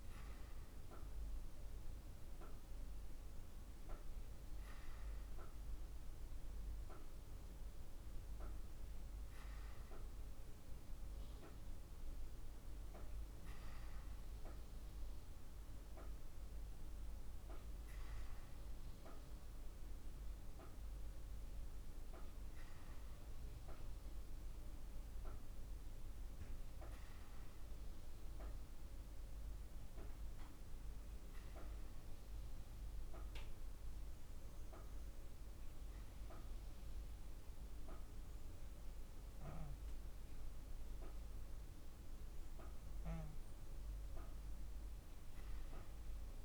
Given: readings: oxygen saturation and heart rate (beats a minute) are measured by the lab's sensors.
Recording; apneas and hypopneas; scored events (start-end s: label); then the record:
breathing in sleep, hard to hear, by a room microphone; none
4.00-7.00 s: oxygen desaturation (device-marked, oxygen 98% before, 91% lowest, heart rate 53 before, 53 extreme)
28.00-46.45 s: new sleep stage, N2 (light sleep)
From the record:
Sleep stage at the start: N1 (lightest sleep); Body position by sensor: on the back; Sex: female